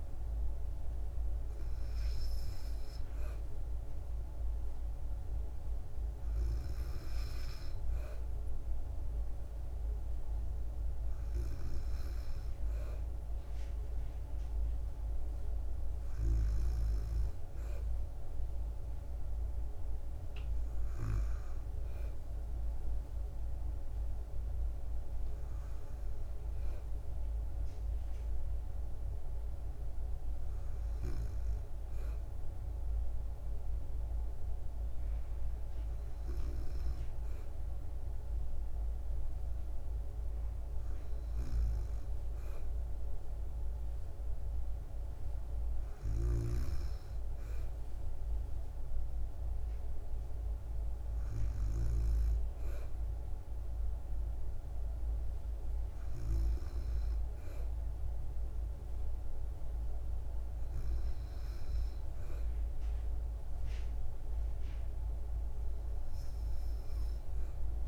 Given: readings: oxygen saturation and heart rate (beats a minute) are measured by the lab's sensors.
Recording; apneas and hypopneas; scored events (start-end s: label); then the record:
breathing in sleep, hard to hear, by a room microphone; none
none scored
From the record:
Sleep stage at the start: N2 (light sleep); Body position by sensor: on the back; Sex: female